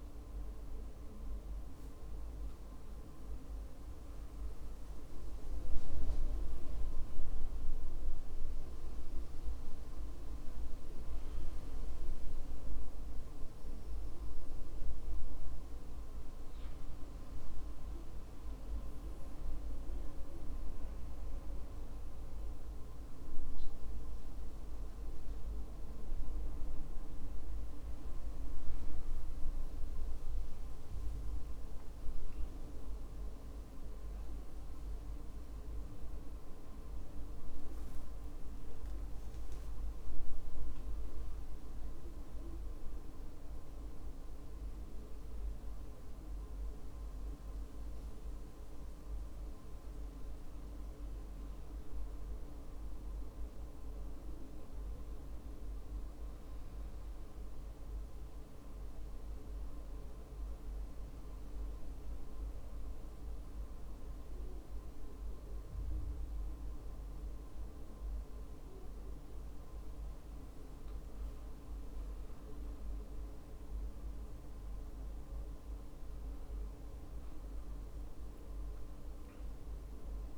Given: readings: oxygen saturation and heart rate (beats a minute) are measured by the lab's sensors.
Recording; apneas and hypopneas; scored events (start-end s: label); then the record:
breathing in sleep, hard to hear, by a room microphone; 2
11.50-15.50 s: arousal
18.50-28.50 s: mixed apnea (oxygen 95% before, 94% lowest, heart rate 60 before, 54 extreme, up 10 after)
31.00-35.00 s: arousal
60.00-70.50 s: mixed apnea (oxygen 96% before, 94% lowest, heart rate 59 before, 56 extreme, up 18 after)
75.00-80.38 s: arousal
From the record:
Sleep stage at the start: N2 (light sleep); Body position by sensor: on the back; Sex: male